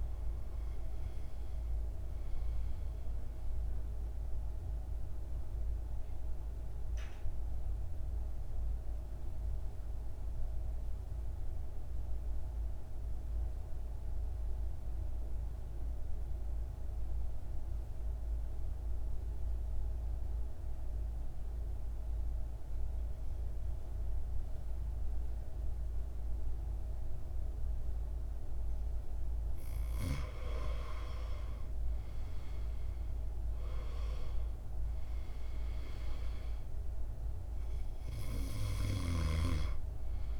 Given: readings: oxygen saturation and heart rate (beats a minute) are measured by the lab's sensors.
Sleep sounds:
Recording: breathing in sleep by a room microphone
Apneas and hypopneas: 1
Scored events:
0.00-18.50 s: oxygen desaturation (device-marked, oxygen 86% lowest, heart rate 52 extreme)
3.50-28.50 s: mixed apnea (oxygen 100% before, 86% lowest, heart rate 60 before, 52 extreme, up 10 after)
30.50-40.40 s: oxygen desaturation (device-marked, oxygen 99% before, 86% lowest, heart rate 54 before, 50 extreme)
31.00-35.00 s: arousal
From the record:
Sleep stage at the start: N2 (light sleep)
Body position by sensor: on the right side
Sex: male

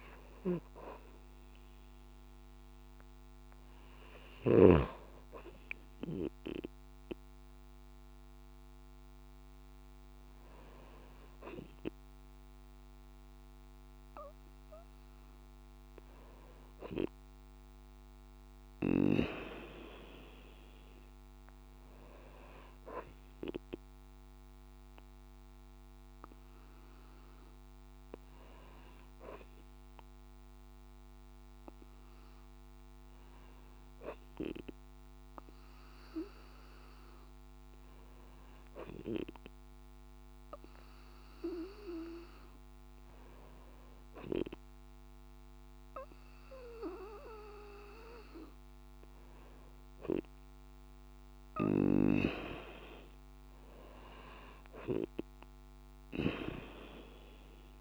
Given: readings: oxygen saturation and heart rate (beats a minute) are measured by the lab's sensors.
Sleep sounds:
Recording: breathing in sleep by a microphone on the trachea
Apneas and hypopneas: 1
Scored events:
19.00-22.50 s: arousal
25.00-44.50 s: hypopnea (oxygen 96% before, 94% lowest)
32.00-34.00 s: long interval between heartbeats (device-marked)
46.50-50.00 s: arousal
From the record:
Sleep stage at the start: N2 (light sleep)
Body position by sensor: on the right side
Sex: female

